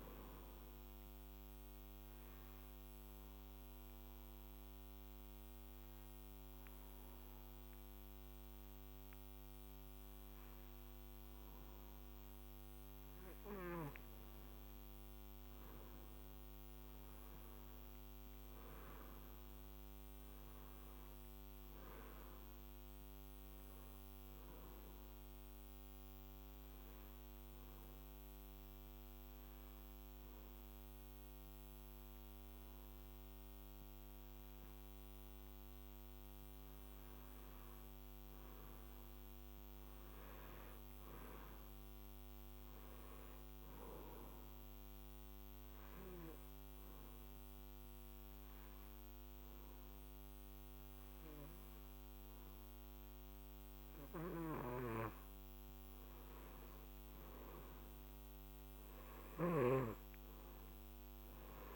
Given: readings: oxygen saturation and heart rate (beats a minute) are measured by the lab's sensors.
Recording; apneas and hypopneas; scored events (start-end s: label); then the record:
breathing in sleep, hard to hear, by a microphone on the trachea; 3
1.50-13.00 s: obstructive apnea (oxygen 99% before, 93% lowest, heart rate 54 before, 47 extreme, up 11 after)
2.00-15.00 s: oxygen desaturation (device-marked, oxygen 99% before, 95% lowest, heart rate 53 before, 47 extreme)
15.50-18.50 s: arousal
24.00-36.50 s: hypopnea (oxygen 99% before, 91% lowest, heart rate 52 before, 48 extreme, up 15 after)
38.50-42.50 s: arousal
45.00-55.50 s: obstructive apnea (oxygen 98% before, 91% lowest, heart rate 54 before, 52 extreme, up 8 after)
57.50-61.50 s: arousal
From the record:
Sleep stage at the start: N2 (light sleep); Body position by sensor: on the back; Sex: male